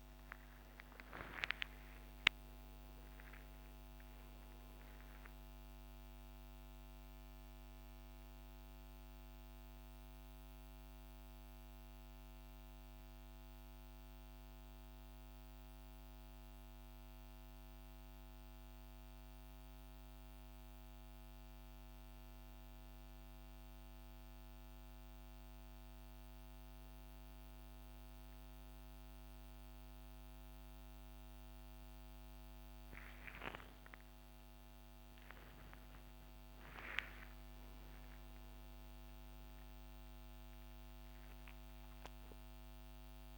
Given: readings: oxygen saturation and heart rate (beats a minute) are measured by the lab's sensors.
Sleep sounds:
a person awake in a sleep study, hard to hear, by a microphone on the trachea; none
none scored
From the record:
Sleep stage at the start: awake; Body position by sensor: upright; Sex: male

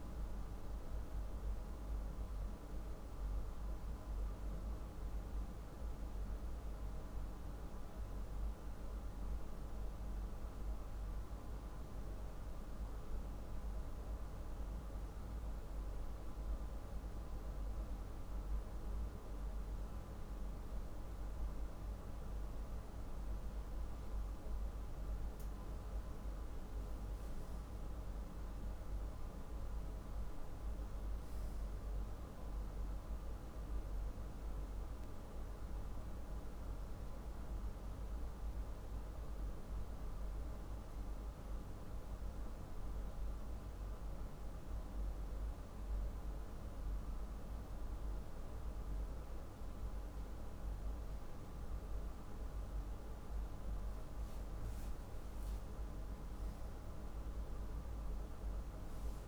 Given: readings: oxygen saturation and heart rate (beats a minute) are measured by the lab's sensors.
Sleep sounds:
breathing in sleep, hard to hear, by a room microphone; none
none scored
From the record:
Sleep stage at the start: N2 (light sleep); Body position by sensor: on the back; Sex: male

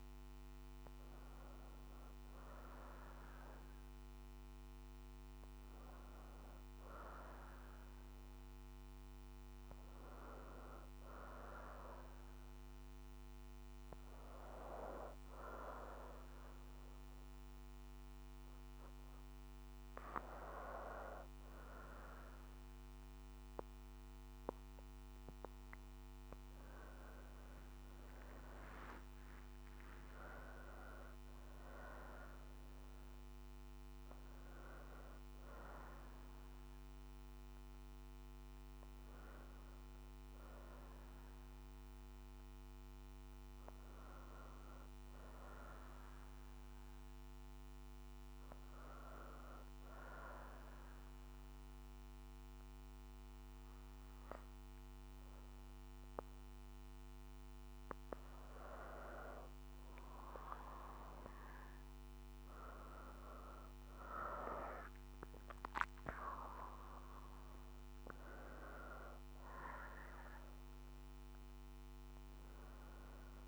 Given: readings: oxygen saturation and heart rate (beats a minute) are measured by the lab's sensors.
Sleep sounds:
breathing in sleep by a microphone on the trachea; 1
28.00-32.50 s: arousal
49.50-60.00 s: obstructive apnea (oxygen 93% before, 90% lowest, heart rate 66 before, 60 extreme, up 10 after)
62.00-66.50 s: arousal
69.50-73.48 s: oxygen desaturation (device-marked, oxygen 94% before, 90% lowest, heart rate 63 before, 59 extreme)
From the record:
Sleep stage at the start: N1 (lightest sleep); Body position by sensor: on the back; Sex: female

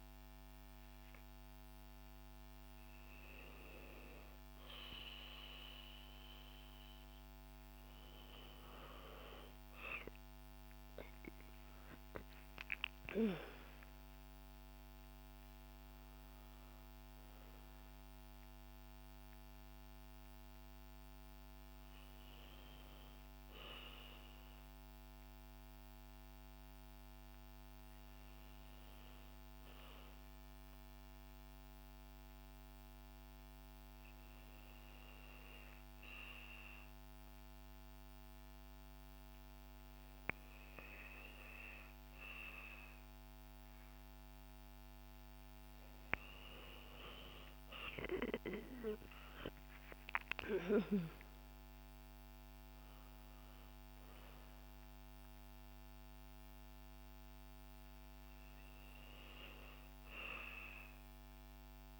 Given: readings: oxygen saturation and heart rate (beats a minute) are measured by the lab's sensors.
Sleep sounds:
breathing in sleep by a microphone on the trachea; 1
26.50-62.00 s: new sleep stage, N2 (light sleep)
31.00-43.50 s: hypopnea (oxygen 96% before, 93% lowest, heart rate 65 before, 59 extreme, up 6 after)
47.50-50.50 s: arousal
From the record:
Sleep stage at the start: N1 (lightest sleep); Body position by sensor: on the back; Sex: female

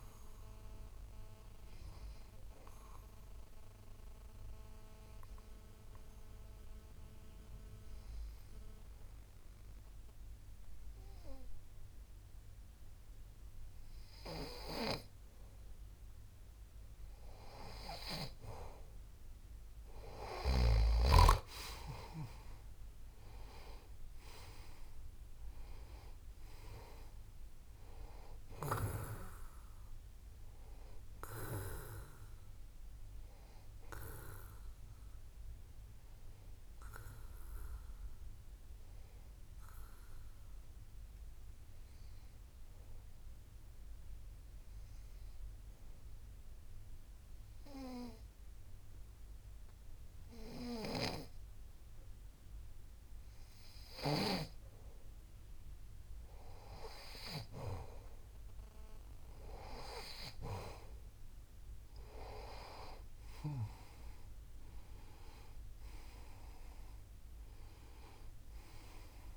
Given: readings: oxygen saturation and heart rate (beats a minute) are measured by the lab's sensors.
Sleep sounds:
breathing in sleep by a room microphone; 2
3.00-17.00 s: obstructive apnea (oxygen 93% before, 90% lowest)
19.50-23.50 s: arousal
38.00-53.00 s: obstructive apnea (oxygen 95% before, 90% lowest)
55.50-59.00 s: arousal
61.00-69.37 s: oxygen desaturation (device-marked, oxygen 96% before, 90% lowest, heart rate 92 before, 27 extreme)
From the record:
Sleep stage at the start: N2 (light sleep); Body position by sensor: on the back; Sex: male

